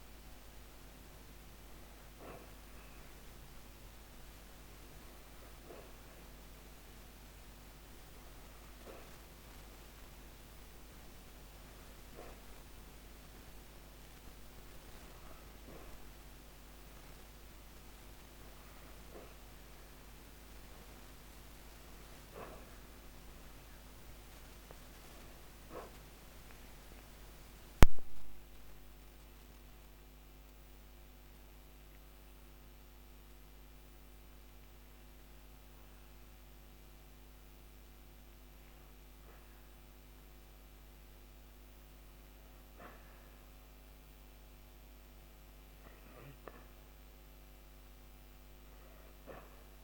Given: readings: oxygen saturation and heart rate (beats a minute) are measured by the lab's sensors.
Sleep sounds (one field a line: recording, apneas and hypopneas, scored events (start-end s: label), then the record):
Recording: breathing in sleep by a microphone on the trachea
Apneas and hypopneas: 1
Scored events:
5.50-19.00 s: hypopnea (oxygen 99% before, 93% lowest, heart rate 110 before, 102 extreme, up 15 after)
21.50-25.50 s: arousal
From the record:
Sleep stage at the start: N2 (light sleep)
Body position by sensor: on the back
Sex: female